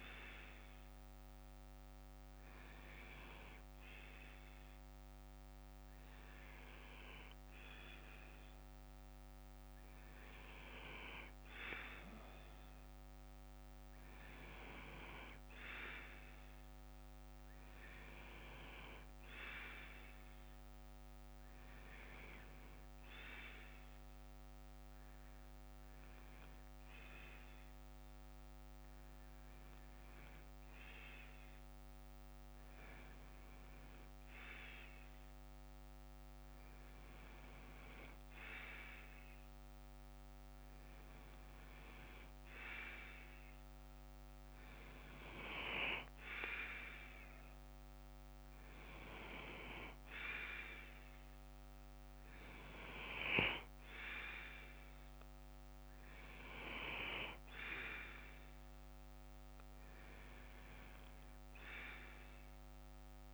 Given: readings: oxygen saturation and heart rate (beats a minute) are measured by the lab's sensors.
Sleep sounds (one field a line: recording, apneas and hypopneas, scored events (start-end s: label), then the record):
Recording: breathing in sleep by a microphone on the trachea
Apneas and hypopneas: none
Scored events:
0.00-2.50 s: bradycardia (device-marked, heart rate 57 extreme)
12.50-44.50 s: bradycardia (device-marked, heart rate 61 before, 48 extreme)
From the record:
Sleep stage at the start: N2 (light sleep)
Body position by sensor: on the left side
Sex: male